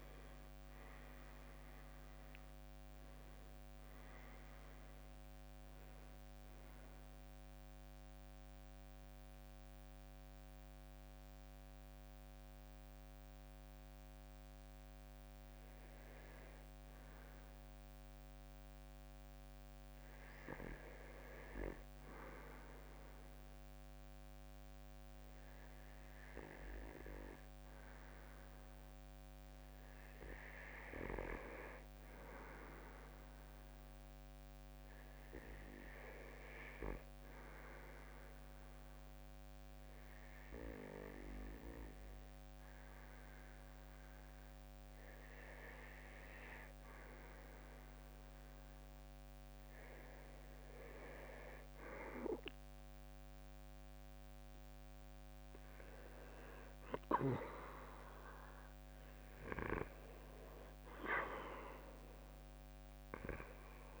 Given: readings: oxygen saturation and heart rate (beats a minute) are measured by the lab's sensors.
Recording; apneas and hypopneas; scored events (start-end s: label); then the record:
breathing in sleep by a microphone on the trachea; 1
0.00-14.50 s: oxygen desaturation (device-marked, oxygen 91% lowest, heart rate 55 extreme)
10.00-47.50 s: hypopnea (oxygen 98% before, 91% lowest, heart rate 66 before, 55 extreme, up 2 after)
43.50-64.00 s: oxygen desaturation (device-marked, oxygen 96% before, 92% lowest, heart rate 58 before, 55 extreme)
50.00-55.00 s: arousal
From the record:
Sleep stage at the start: REM sleep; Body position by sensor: on the back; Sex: male